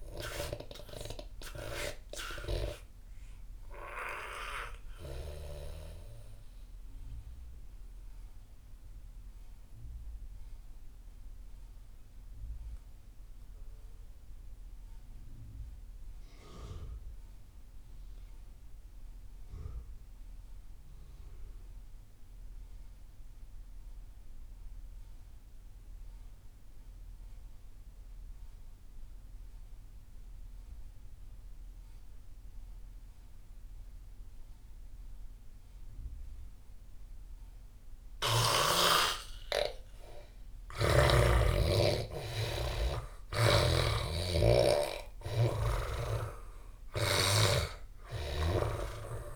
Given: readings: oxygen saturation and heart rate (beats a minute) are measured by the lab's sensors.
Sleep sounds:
breathing in sleep by a room microphone; 1
0.00-10.50 s: oxygen desaturation (device-marked, oxygen 82% lowest)
5.50-39.00 s: mixed apnea (oxygen 98% before, 80% lowest)
31.50-49.36 s: oxygen desaturation (device-marked, oxygen 98% before, 80% lowest)
40.50-45.00 s: arousal
43.50-47.50 s: snoring (device-marked)
From the record:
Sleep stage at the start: N2 (light sleep); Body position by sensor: on the back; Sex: male

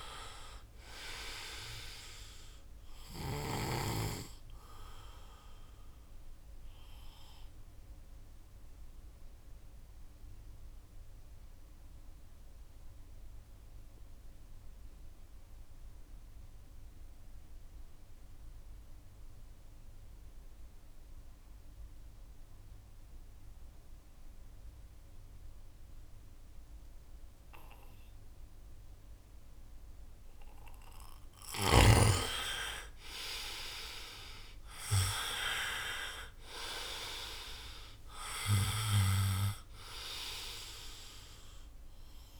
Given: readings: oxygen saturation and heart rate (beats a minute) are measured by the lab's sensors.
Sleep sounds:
breathing in sleep by a room microphone; 1
0.00-20.00 s: oxygen desaturation (device-marked, oxygen 88% lowest, heart rate 59 extreme)
7.00-30.50 s: mixed apnea (oxygen 98% before, 84% lowest, heart rate 71 before, 62 extreme, up 17 after)
30.00-42.40 s: oxygen desaturation (device-marked, oxygen 99% before, 84% lowest, heart rate 65 before, 61 extreme)
32.00-34.00 s: long interval between heartbeats (device-marked, heart rate 66 before, 75 extreme)
33.50-36.50 s: arousal
From the record:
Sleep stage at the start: N2 (light sleep); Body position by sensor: on the right side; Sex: male

